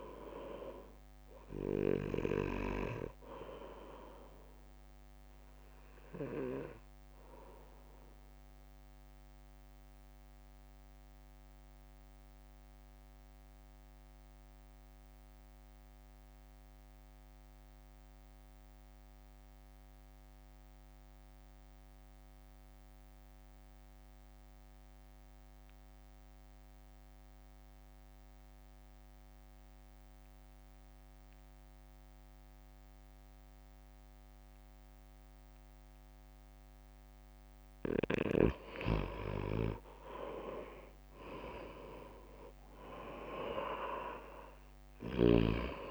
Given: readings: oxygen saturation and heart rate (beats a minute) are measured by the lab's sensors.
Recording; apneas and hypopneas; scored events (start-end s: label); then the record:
breathing in sleep by a microphone on the trachea; 1
0.00-8.50 s: drop in pulse transit time (device-marked, heart rate 48 extreme)
0.00-9.50 s: oxygen desaturation (device-marked, oxygen 91% lowest, heart rate 48 extreme)
5.50-37.50 s: mixed apnea (oxygen 97% before, 88% lowest, heart rate 56 before, 47 extreme, up 4 after)
38.50-45.91 s: oxygen desaturation (device-marked, oxygen 97% before, 91% lowest, heart rate 60 before, 47 extreme)
39.00-42.50 s: arousal
42.50-45.91 s: drop in pulse transit time (device-marked, heart rate 59 before, 47 extreme)
From the record:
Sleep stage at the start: N2 (light sleep); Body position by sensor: on the right side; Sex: male